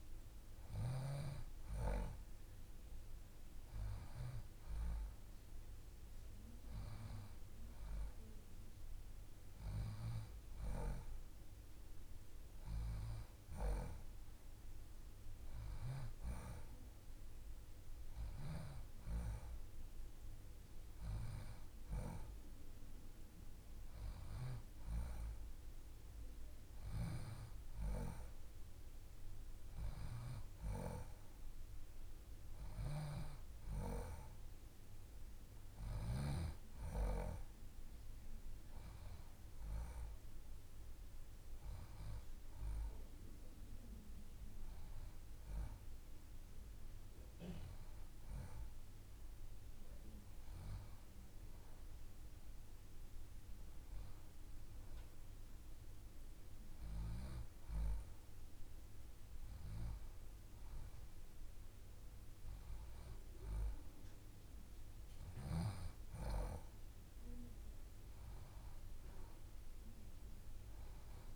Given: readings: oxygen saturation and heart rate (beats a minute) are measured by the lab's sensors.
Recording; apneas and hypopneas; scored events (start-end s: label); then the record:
breathing in sleep by a room microphone; none
none scored
From the record:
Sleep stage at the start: N2 (light sleep); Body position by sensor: on the left side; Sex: female